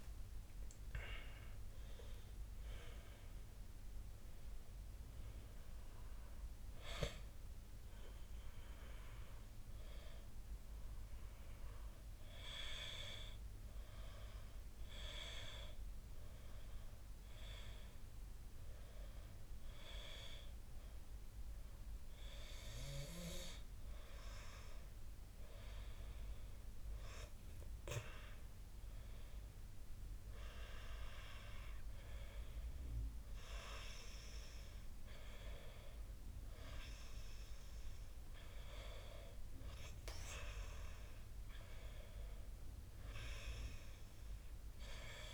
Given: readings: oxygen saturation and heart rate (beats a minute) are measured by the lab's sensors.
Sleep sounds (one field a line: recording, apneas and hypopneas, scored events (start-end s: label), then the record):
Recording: a person partly awake in a sleep study, by a room microphone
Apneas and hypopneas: 1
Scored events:
2.50-45.34 s: new sleep stage, N2 (light sleep)
12.00-25.50 s: hypopnea (oxygen 96% before, 94% lowest, heart rate 95 before, 47 extreme, up 11 after)
27.50-30.50 s: arousal
From the record:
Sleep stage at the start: awake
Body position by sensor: on the back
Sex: male